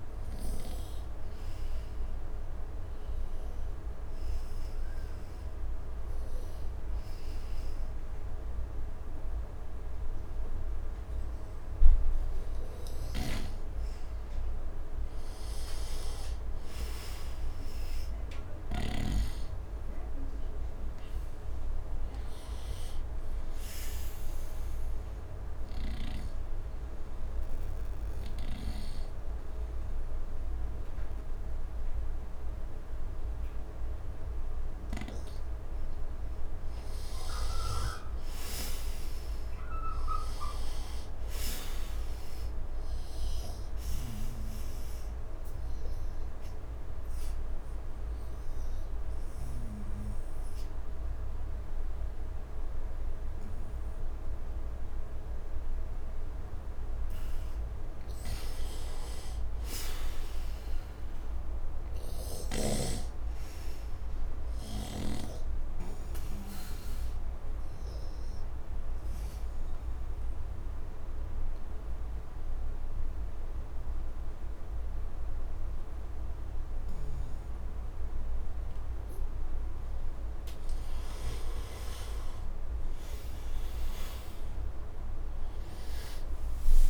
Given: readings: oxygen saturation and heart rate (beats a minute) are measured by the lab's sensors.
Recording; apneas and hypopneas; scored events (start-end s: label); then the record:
breathing in sleep by a room microphone; 4
0.50-12.50 s: oxygen desaturation (device-marked, oxygen 96% before, 91% lowest, heart rate 82 before, 74 extreme)
3.00-13.50 s: hypopnea (oxygen 96% before, 86% lowest, heart rate 82 before, 74 extreme, up 6 after)
13.00-19.00 s: snoring (device-marked)
15.00-18.50 s: arousal
18.50-41.50 s: oxygen desaturation (device-marked, oxygen 97% before, 87% lowest, heart rate 79 before, 74 extreme)
25.00-36.50 s: obstructive apnea (oxygen 97% before, 86% lowest, heart rate 79 before, 74 extreme, up 7 after)
38.50-42.00 s: arousal
45.00-56.50 s: obstructive apnea (oxygen 97% before, 83% lowest, heart rate 78 before, 75 extreme, up 5 after)
46.50-56.50 s: oxygen desaturation (device-marked, oxygen 96% before, 89% lowest, heart rate 77 before, 75 extreme)
59.00-62.50 s: arousal
63.50-80.50 s: oxygen desaturation (device-marked, oxygen 97% before, 86% lowest, heart rate 79 before, 71 extreme)
67.00-79.50 s: obstructive apnea (oxygen 97% before, 83% lowest, heart rate 79 before, 71 extreme, up 8 after)
82.00-85.50 s: arousal
From the record:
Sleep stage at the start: N2 (light sleep); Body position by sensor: on the right side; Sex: male